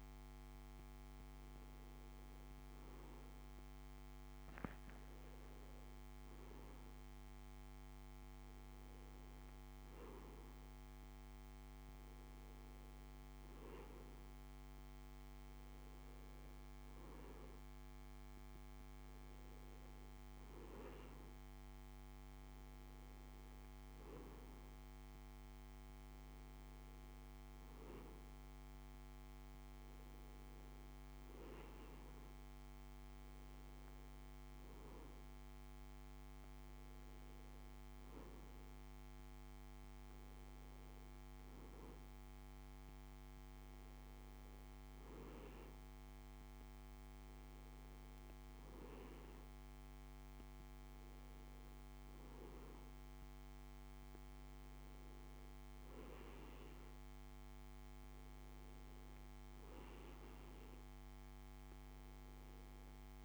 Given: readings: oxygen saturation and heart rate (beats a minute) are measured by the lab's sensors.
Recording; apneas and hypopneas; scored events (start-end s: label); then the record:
breathing in sleep, hard to hear, by a microphone on the trachea; none
none scored
From the record:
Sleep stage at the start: N2 (light sleep); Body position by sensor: on the back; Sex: male